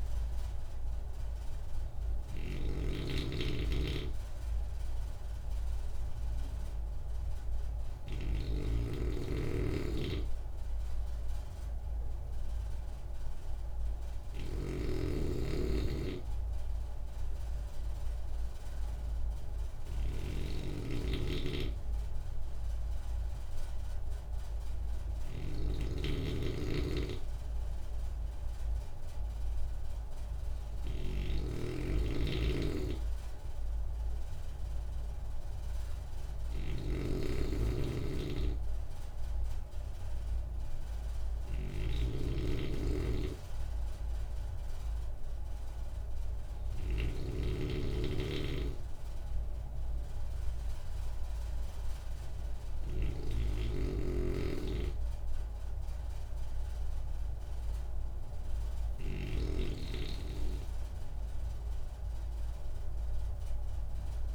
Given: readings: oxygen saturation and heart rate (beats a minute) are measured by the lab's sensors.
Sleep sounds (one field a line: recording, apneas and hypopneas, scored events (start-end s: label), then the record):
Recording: breathing in sleep by a room microphone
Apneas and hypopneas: none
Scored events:
0.00-8.50 s: snoring (device-marked)
14.50-64.35 s: snoring (device-marked)
From the record:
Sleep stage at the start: N2 (light sleep)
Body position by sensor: on the right side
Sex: male